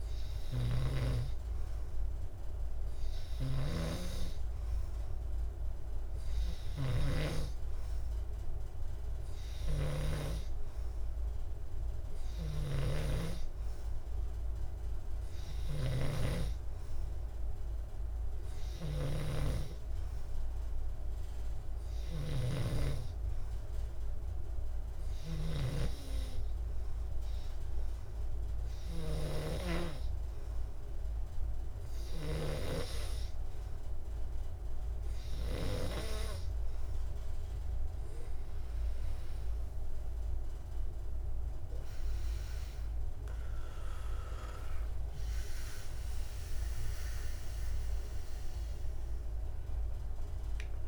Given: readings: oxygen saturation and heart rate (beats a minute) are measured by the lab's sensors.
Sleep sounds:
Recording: breathing in sleep by a room microphone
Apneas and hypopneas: none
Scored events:
44.50-49.50 s: arousal
From the record:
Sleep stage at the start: N2 (light sleep)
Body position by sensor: on the back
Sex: male

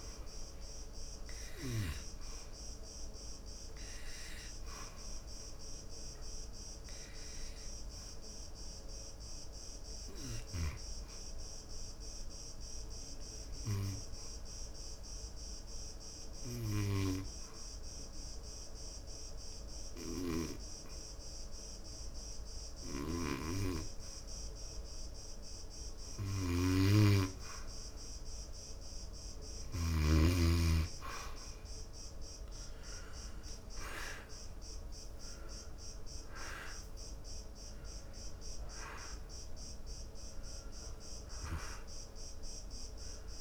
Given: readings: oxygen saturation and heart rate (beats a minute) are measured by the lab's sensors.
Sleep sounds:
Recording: breathing in sleep by a room microphone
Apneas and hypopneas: 1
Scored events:
0.00-17.50 s: oxygen desaturation (device-marked, oxygen 85% lowest, heart rate 67 extreme)
6.50-26.00 s: hypopnea (oxygen 95% before, 83% lowest, heart rate 76 before, 67 extreme, up 0 after)
28.00-32.00 s: arousal
33.50-43.41 s: oxygen desaturation (device-marked, oxygen 96% before, 83% lowest, heart rate 70 before, 69 extreme)
From the record:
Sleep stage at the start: N2 (light sleep)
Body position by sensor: on the back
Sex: male

